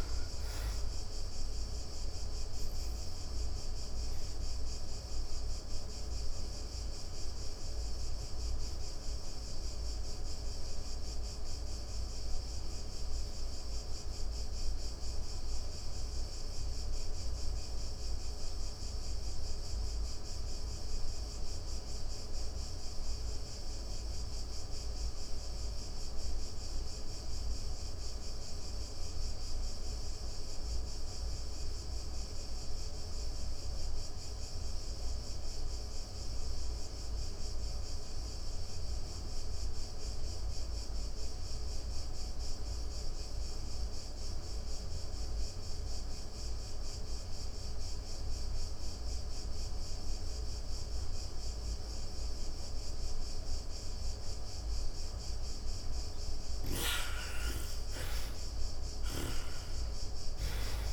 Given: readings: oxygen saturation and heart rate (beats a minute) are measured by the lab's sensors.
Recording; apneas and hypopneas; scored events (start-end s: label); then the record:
breathing in sleep, hard to hear, by a room microphone; 1
0.00-22.00 s: oxygen desaturation (device-marked, oxygen 74% lowest, heart rate 76 extreme)
2.00-54.50 s: obstructive apnea (oxygen 100% before, 59% lowest, heart rate 102 before, 99 extreme, up 23 after)
31.00-60.93 s: oxygen desaturation (device-marked, oxygen 97% before, 59% lowest, heart rate 115 before, 93 extreme)
56.50-60.93 s: arousal
From the record:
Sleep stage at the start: N2 (light sleep); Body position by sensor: on the back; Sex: female